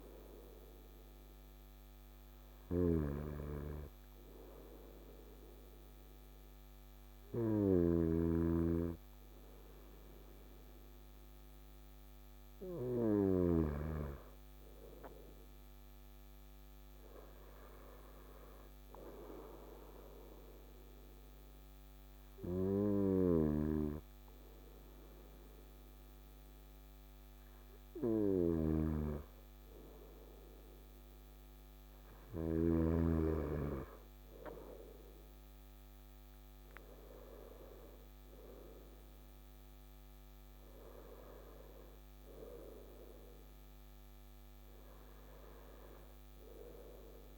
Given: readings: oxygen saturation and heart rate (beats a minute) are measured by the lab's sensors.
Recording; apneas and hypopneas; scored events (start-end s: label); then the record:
breathing in sleep by a microphone on the trachea; none
2.00-13.00 s: snoring (device-marked)
22.50-32.50 s: snoring (device-marked)
From the record:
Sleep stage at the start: N2 (light sleep); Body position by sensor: on the right side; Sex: male